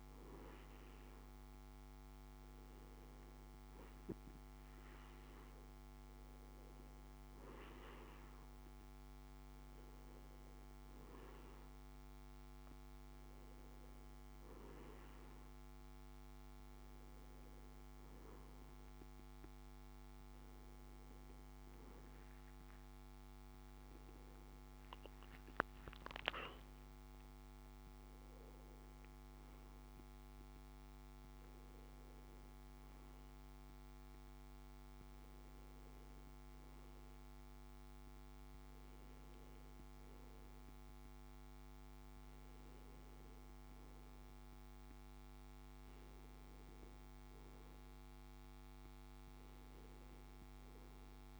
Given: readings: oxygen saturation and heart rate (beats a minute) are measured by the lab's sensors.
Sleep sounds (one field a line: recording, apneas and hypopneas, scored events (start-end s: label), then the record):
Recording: breathing in sleep, hard to hear, by a microphone on the trachea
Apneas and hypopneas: none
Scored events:
none scored
From the record:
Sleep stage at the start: N2 (light sleep)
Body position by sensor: on the back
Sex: male